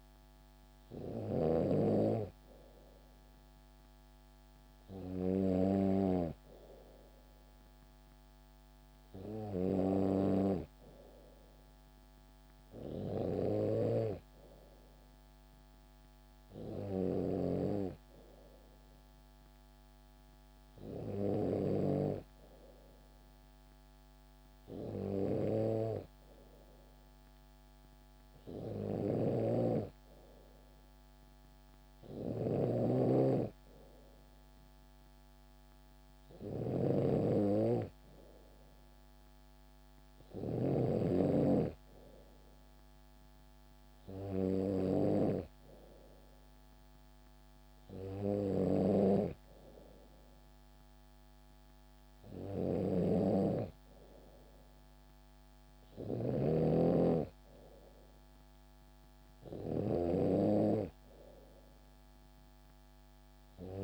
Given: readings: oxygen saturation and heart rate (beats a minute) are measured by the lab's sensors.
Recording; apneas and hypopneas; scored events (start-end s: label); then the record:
breathing in sleep by a microphone on the trachea; none
13.00-40.50 s: snoring (device-marked)
48.00-59.50 s: snoring (device-marked)
From the record:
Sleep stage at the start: N2 (light sleep); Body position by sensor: on the back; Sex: female